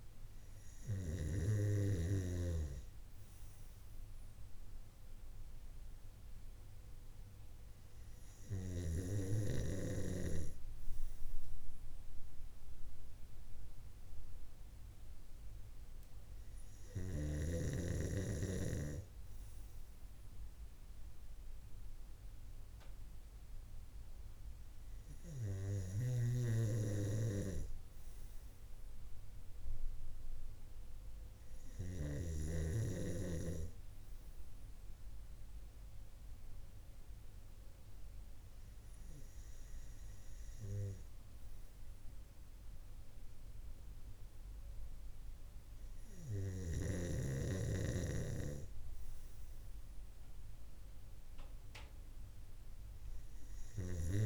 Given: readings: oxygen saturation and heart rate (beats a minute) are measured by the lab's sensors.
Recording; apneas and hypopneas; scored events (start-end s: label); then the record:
breathing in sleep by a room microphone; none
25.00-31.50 s: snoring (device-marked)
From the record:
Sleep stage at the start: N2 (light sleep); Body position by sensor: on the right side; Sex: male